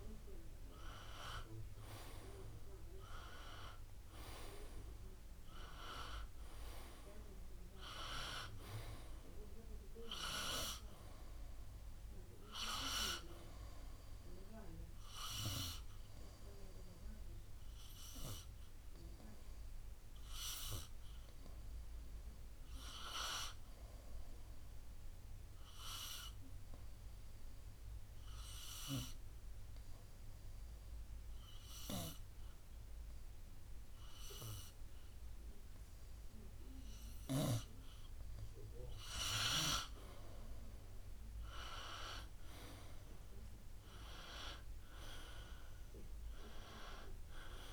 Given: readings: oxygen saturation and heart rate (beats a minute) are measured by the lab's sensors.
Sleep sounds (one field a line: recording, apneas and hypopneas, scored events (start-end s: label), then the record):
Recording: breathing in sleep by a room microphone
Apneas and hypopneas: 1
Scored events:
9.50-35.50 s: oxygen desaturation (device-marked, oxygen 97% before, 92% lowest, heart rate 61 before, 56 extreme)
25.50-38.50 s: obstructive apnea (oxygen 97% before, 92% lowest, heart rate 61 before, 56 extreme, up 7 after)
40.50-45.00 s: arousal
From the record:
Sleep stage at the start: N2 (light sleep)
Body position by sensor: on the right side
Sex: male